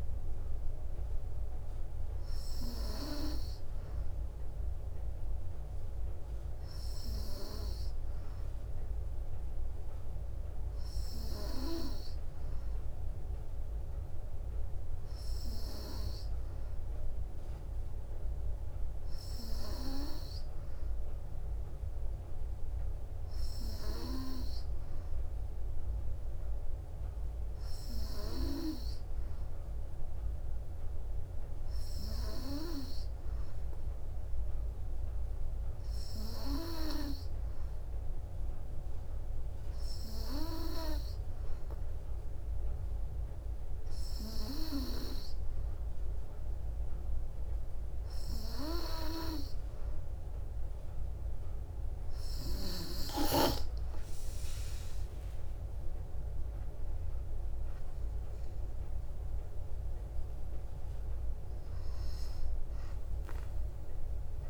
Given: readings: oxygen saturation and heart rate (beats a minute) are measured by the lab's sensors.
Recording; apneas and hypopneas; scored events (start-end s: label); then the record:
breathing in sleep by a room microphone; none
35.00-64.49 s: new sleep stage, N2 (light sleep)
58.00-64.00 s: arousal
From the record:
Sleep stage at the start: N3 (deep sleep); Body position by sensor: on the back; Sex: female